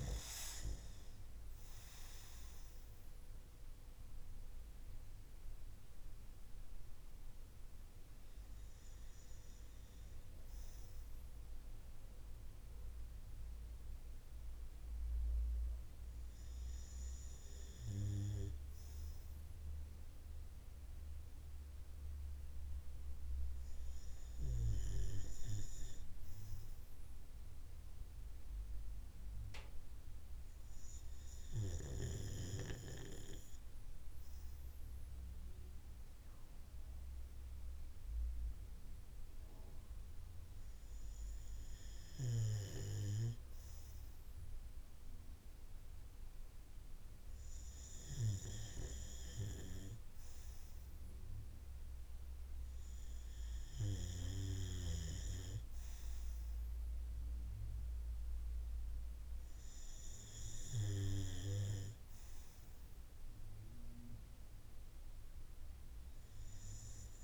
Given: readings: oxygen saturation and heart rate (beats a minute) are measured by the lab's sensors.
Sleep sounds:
breathing in sleep by a room microphone; none
none scored
From the record:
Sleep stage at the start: REM sleep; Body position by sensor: on the right side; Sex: male

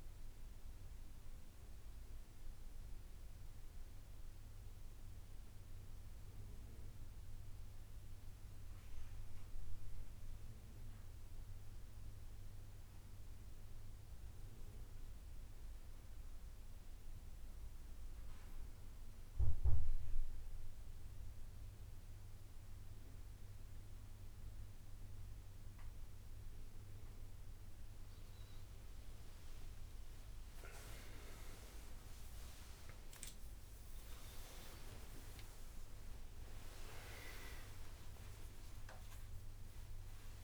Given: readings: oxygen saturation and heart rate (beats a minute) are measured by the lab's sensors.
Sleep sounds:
a person awake in a sleep study, by a room microphone; none
24.50-26.50 s: long interval between heartbeats (device-marked, heart rate 64 before, 64 extreme)
28.00-30.00 s: long interval between heartbeats (device-marked, heart rate 64 before, 72 extreme)
30.50-32.50 s: long interval between heartbeats (device-marked, heart rate 66 before, 84 extreme)
30.50-39.50 s: drop in pulse transit time (device-marked, heart rate 66 before, 84 extreme)
30.50-40.44 s: tachycardia (device-marked, heart rate 78 before, 195 extreme)
34.50-36.50 s: long interval between heartbeats (device-marked, heart rate 71 before, 122 extreme)
From the record:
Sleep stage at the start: awake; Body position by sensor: on the back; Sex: male

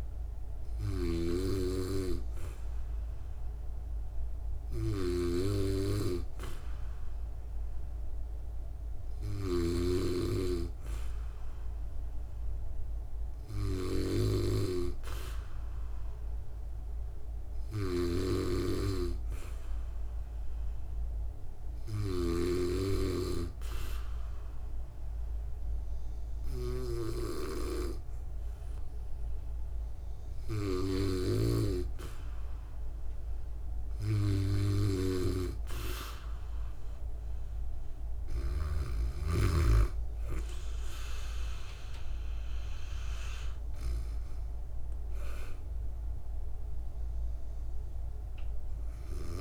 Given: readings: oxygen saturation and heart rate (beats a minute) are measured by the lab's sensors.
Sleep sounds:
breathing in sleep by a room microphone; 1
0.00-22.50 s: snoring (device-marked)
21.00-32.00 s: hypopnea (oxygen 95% before, 92% lowest, heart rate 66 before, 63 extreme, up 2 after)
31.00-39.50 s: snoring (device-marked)
34.50-38.00 s: arousal
40.00-49.41 s: oxygen desaturation (device-marked, oxygen 95% before, 92% lowest, heart rate 66 before, 63 extreme)
From the record:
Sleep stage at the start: N2 (light sleep); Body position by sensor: on the back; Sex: female

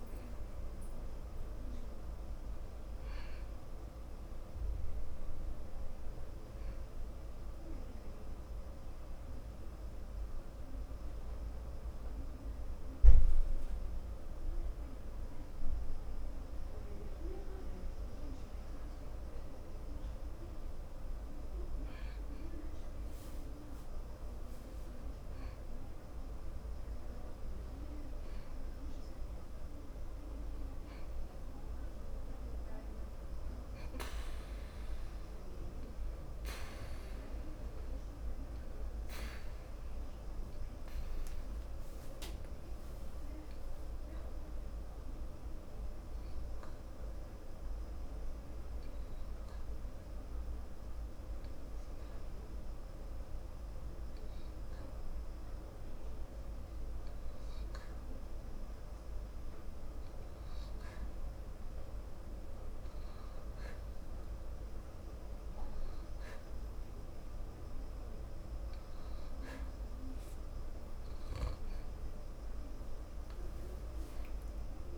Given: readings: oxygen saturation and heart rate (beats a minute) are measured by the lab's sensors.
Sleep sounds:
breathing in sleep, hard to hear, by a room microphone; 2
0.00-15.00 s: oxygen desaturation (device-marked, oxygen 90% lowest)
10.50-22.00 s: obstructive apnea (oxygen 95% before, 92% lowest, heart rate 118 before, 32 extreme, up 36 after)
24.50-28.50 s: arousal
34.00-49.00 s: oxygen desaturation (device-marked, oxygen 97% before, 92% lowest, heart rate 56 before, 54 extreme)
40.50-63.00 s: hypopnea (oxygen 97% before, 92% lowest, heart rate 59 before, 55 extreme, up 10 after)
65.00-74.97 s: oxygen desaturation (device-marked, oxygen 96% before, 92% lowest, heart rate 55 before, 54 extreme)
70.00-74.50 s: arousal
From the record:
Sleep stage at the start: N2 (light sleep); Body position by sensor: on the back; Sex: male

